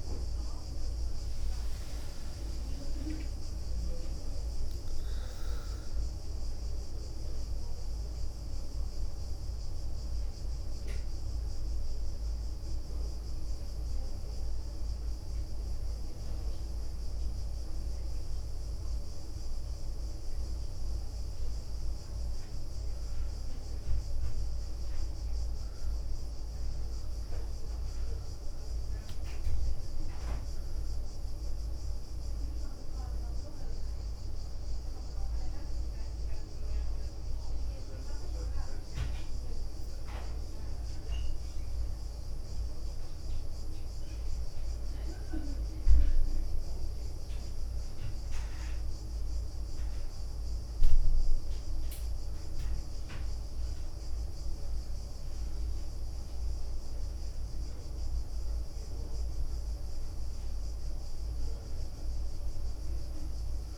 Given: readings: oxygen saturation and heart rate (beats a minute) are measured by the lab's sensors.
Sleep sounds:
breathing in sleep, hard to hear, by a room microphone; 1
0.50-5.00 s: leg movement (device-marked)
2.00-6.00 s: arousal
9.00-19.50 s: hypopnea (oxygen 95% before, 92% lowest, heart rate 76 before, 69 extreme, up 3 after)
20.00-23.00 s: arousal
21.50-23.50 s: leg movement (device-marked)
26.50-37.50 s: oxygen desaturation (device-marked, oxygen 98% before, 94% lowest, heart rate 73 before, 69 extreme)
27.00-28.50 s: leg movement (device-marked)
43.50-44.50 s: leg movement (device-marked)
45.50-49.50 s: leg movement (device-marked)
51.00-54.50 s: leg movement (device-marked)
57.50-59.50 s: long interval between heartbeats (device-marked, heart rate 71 before, 79 extreme)
58.50-63.00 s: arousal
From the record:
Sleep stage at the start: N1 (lightest sleep); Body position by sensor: on the back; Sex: female

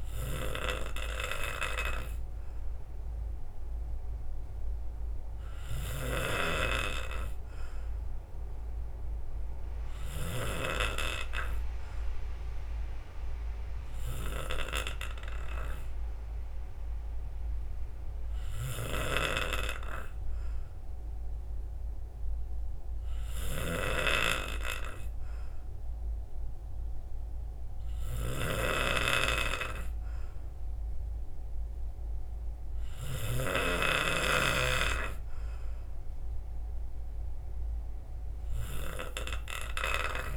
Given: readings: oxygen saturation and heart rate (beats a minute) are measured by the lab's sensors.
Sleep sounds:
breathing in sleep by a room microphone; none
none scored
From the record:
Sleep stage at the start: N3 (deep sleep); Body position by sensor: on the right side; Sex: male

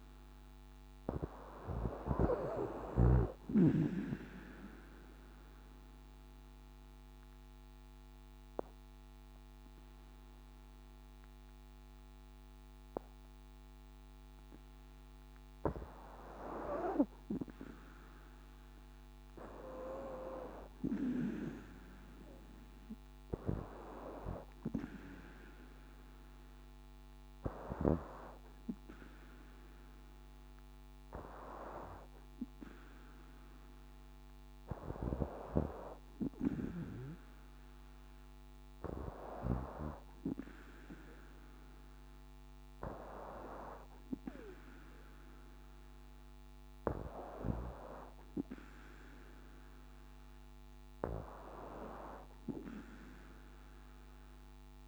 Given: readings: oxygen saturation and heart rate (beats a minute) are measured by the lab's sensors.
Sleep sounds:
breathing in sleep by a microphone on the trachea; 1
3.50-16.00 s: obstructive apnea (oxygen 95% before, 92% lowest, heart rate 64 before, 61 extreme, up 10 after)
20.00-24.00 s: arousal
28.50-42.50 s: oxygen desaturation (device-marked, oxygen 96% before, 92% lowest, heart rate 65 before, 62 extreme)
From the record:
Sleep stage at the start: N2 (light sleep); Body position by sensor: on the back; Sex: female

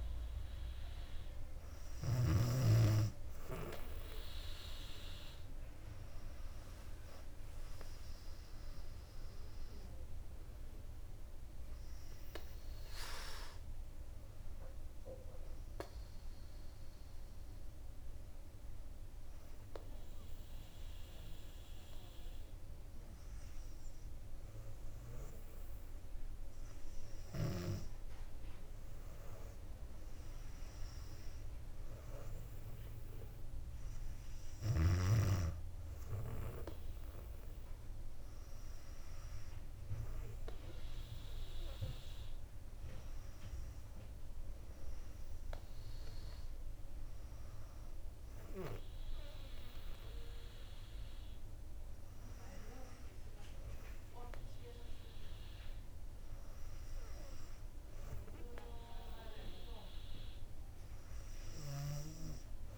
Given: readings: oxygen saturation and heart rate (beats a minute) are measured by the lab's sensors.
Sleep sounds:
breathing in sleep by a room microphone; 1
0.00-2.50 s: snoring (device-marked)
18.00-30.50 s: obstructive apnea (oxygen 98% before, 96% lowest, heart rate 65 before, 60 extreme, up 2 after)
32.50-35.50 s: arousal
From the record:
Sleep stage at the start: N2 (light sleep); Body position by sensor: on the back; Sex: female

